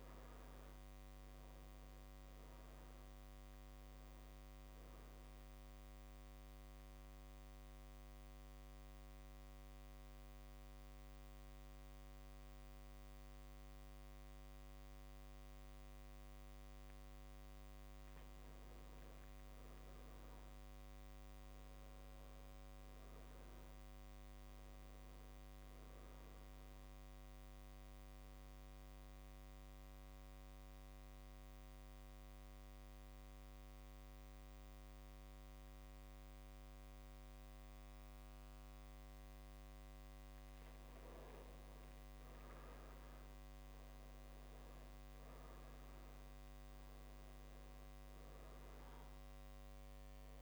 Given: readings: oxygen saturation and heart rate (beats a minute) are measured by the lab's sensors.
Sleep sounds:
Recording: breathing in sleep, hard to hear, by a microphone on the trachea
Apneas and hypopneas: 2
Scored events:
4.00-22.00 s: oxygen desaturation (device-marked, oxygen 97% before, 94% lowest)
6.00-17.00 s: central apnea (oxygen 99% before, 94% lowest)
22.50-26.00 s: arousal
29.50-40.00 s: central apnea (oxygen 99% before, 96% lowest)
47.50-50.42 s: arousal
From the record:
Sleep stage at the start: N2 (light sleep)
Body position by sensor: on the back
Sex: male

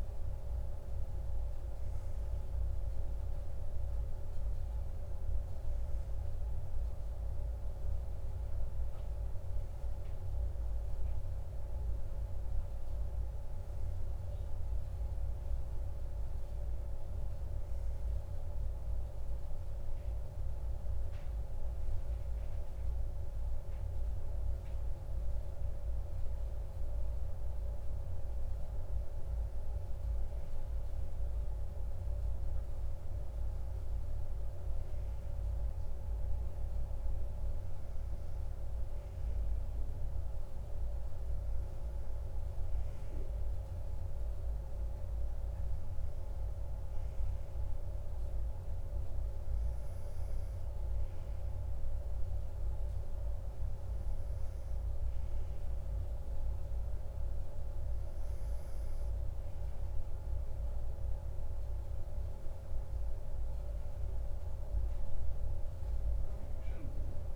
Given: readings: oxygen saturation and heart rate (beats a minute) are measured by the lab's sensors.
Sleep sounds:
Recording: breathing in sleep, hard to hear, by a room microphone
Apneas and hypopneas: none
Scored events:
none scored
From the record:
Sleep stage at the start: N1 (lightest sleep)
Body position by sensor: on the right side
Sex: male

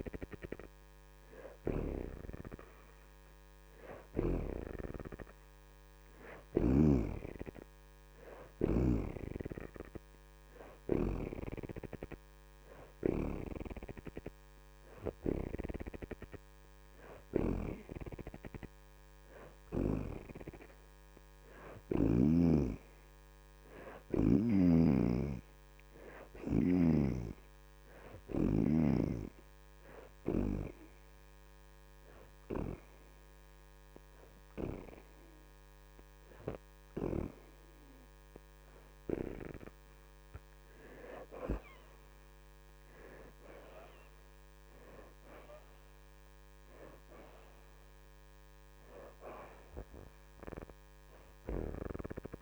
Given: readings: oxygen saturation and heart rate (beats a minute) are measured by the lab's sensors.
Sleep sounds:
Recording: breathing in sleep by a microphone on the trachea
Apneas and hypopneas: 1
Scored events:
0.00-4.00 s: oxygen desaturation (device-marked, oxygen 68% lowest)
12.00-28.00 s: oxygen desaturation (device-marked, oxygen 73% before, 66% lowest)
23.50-27.50 s: arousal
30.00-42.50 s: hypopnea (oxygen 73% before, 62% lowest)
38.00-50.00 s: oxygen desaturation (device-marked, oxygen 68% before, 64% lowest)
44.00-47.50 s: arousal
From the record:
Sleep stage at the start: N2 (light sleep)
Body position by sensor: on the back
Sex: female

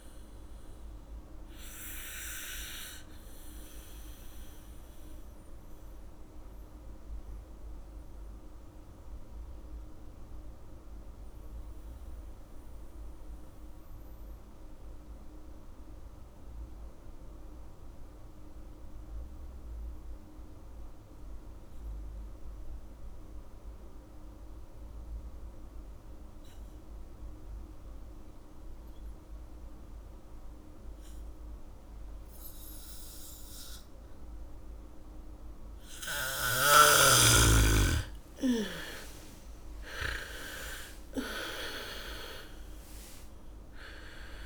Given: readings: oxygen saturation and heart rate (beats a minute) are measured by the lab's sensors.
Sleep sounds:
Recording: breathing in sleep by a room microphone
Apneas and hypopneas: 1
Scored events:
0.00-21.00 s: oxygen desaturation (device-marked, oxygen 78% lowest, heart rate 45 extreme)
5.50-36.00 s: mixed apnea (oxygen 98% before, 74% lowest, heart rate 67 before, 45 extreme, up 0 after)
23.00-44.46 s: oxygen desaturation (device-marked, oxygen 99% before, 83% lowest, heart rate 79 before, 45 extreme)
28.00-43.00 s: bradycardia (device-marked, heart rate 70 before, 45 extreme)
38.50-42.00 s: arousal
From the record:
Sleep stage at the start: N2 (light sleep)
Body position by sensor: on the back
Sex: female

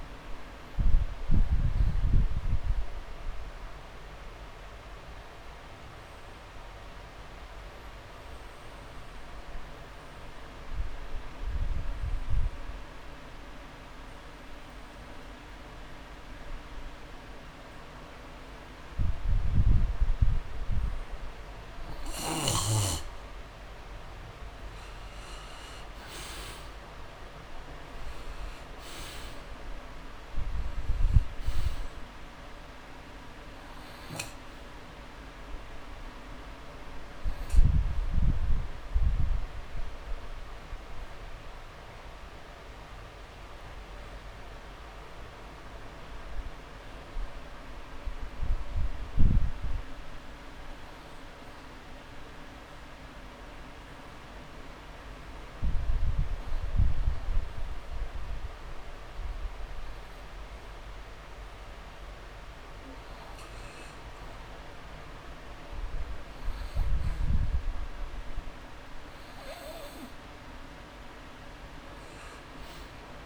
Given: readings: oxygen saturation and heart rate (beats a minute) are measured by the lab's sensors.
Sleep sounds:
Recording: breathing in sleep, hard to hear, by a room microphone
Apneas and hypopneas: 2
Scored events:
0.00-1.00 s: arousal
4.50-22.00 s: obstructive apnea (oxygen 98% before, 85% lowest)
23.50-27.50 s: arousal
25.00-62.00 s: oxygen desaturation (device-marked, oxygen 97% before, 85% lowest)
37.00-39.00 s: long interval between heartbeats (device-marked)
49.00-62.00 s: obstructive apnea (oxygen 97% before, 85% lowest)
65.00-67.00 s: long interval between heartbeats (device-marked)
65.50-69.00 s: arousal
From the record:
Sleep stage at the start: N2 (light sleep)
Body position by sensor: on the back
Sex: male

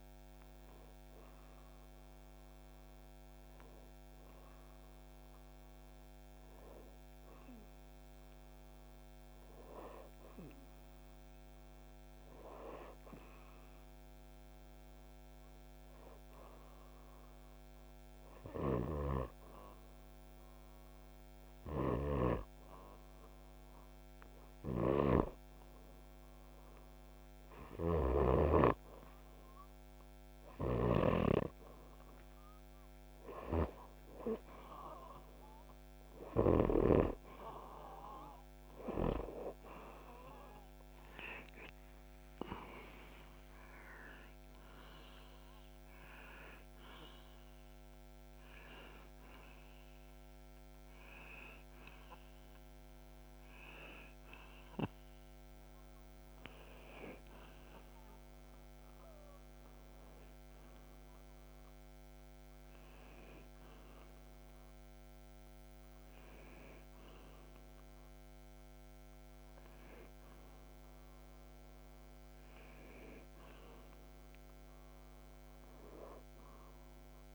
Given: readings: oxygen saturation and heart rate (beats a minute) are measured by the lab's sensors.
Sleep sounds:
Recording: breathing in sleep by a microphone on the trachea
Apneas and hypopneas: 1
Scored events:
14.00-26.50 s: obstructive apnea (oxygen 97% before, 93% lowest)
41.00-45.00 s: arousal
From the record:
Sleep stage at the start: N2 (light sleep)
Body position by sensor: upright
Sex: male

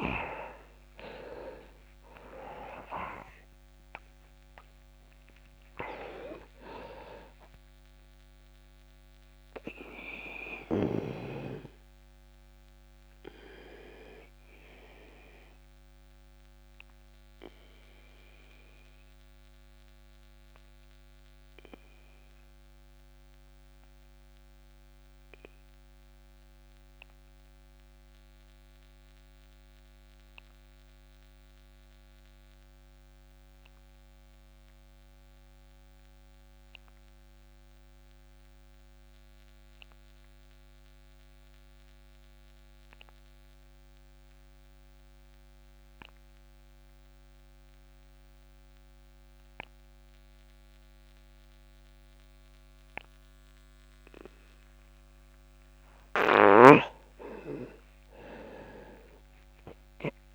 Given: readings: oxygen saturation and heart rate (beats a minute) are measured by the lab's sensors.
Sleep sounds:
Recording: breathing in sleep by a microphone on the trachea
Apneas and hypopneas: 1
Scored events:
0.00-35.00 s: oxygen desaturation (device-marked, oxygen 85% lowest)
10.00-55.00 s: obstructive apnea (oxygen 98% before, 84% lowest)
51.00-60.35 s: oxygen desaturation (device-marked, oxygen 99% before, 84% lowest)
58.00-60.35 s: arousal
From the record:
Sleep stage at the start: REM sleep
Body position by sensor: on the back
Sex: male

